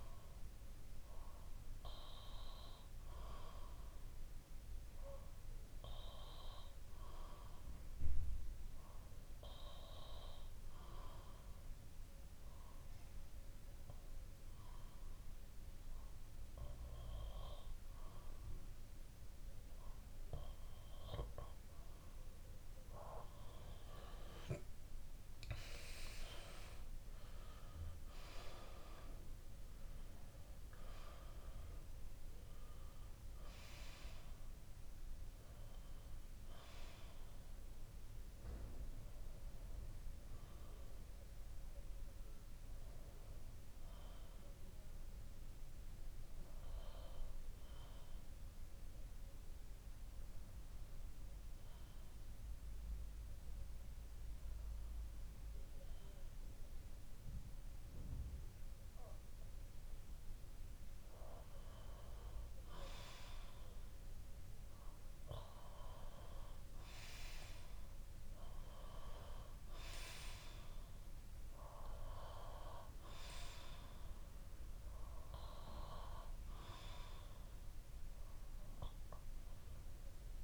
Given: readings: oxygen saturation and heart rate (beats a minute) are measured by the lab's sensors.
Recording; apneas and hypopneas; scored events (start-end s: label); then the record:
breathing in sleep by a room microphone; 2
0.00-11.00 s: bradycardia (device-marked, heart rate 58 extreme)
4.50-20.50 s: obstructive apnea (oxygen 94% before, 92% lowest, heart rate 59 before, 57 extreme, up 11 after)
24.00-27.50 s: arousal
36.00-59.00 s: bradycardia (device-marked, heart rate 60 before, 57 extreme)
42.00-60.50 s: obstructive apnea (oxygen 93% before, 92% lowest, heart rate 64 before, 57 extreme, up 2 after)
63.00-65.50 s: arousal
70.00-80.44 s: bradycardia (device-marked, heart rate 60 before, 56 extreme)
From the record:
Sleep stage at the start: N2 (light sleep); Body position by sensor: on the back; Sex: male